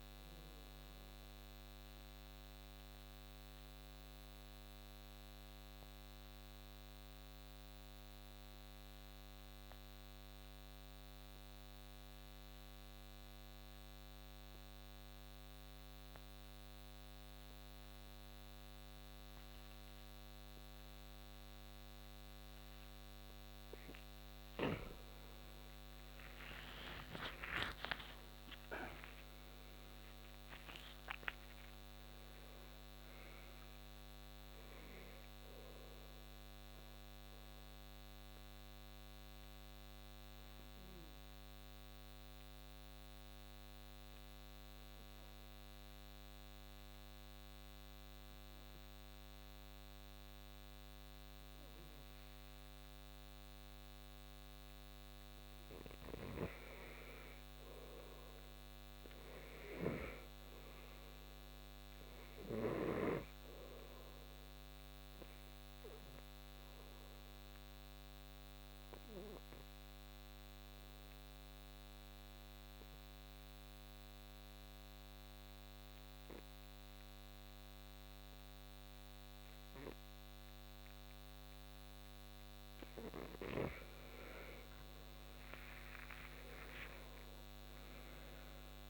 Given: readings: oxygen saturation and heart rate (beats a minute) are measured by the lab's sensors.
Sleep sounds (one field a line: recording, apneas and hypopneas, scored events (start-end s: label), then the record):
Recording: breathing in sleep by a microphone on the trachea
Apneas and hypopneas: 3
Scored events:
0.00-9.50 s: oxygen desaturation (device-marked, oxygen 87% lowest, heart rate 66 extreme)
1.00-24.50 s: obstructive apnea (oxygen 98% before, 81% lowest, heart rate 71 before, 63 extreme, up 14 after)
21.50-48.50 s: oxygen desaturation (device-marked, oxygen 97% before, 81% lowest, heart rate 69 before, 63 extreme)
26.50-31.00 s: arousal
36.00-55.50 s: obstructive apnea (oxygen 97% before, 82% lowest, heart rate 73 before, 63 extreme, up 7 after)
55.50-74.50 s: oxygen desaturation (device-marked, oxygen 98% before, 87% lowest, heart rate 68 before, 65 extreme)
57.50-61.00 s: arousal
67.00-84.50 s: obstructive apnea (oxygen 98% before, 85% lowest, heart rate 70 before, 64 extreme, up 8 after)
85.50-88.90 s: arousal
85.50-88.90 s: oxygen desaturation (device-marked, oxygen 96% before, 85% lowest, heart rate 68 before, 63 extreme)
From the record:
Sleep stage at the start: N2 (light sleep)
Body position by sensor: on the back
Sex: male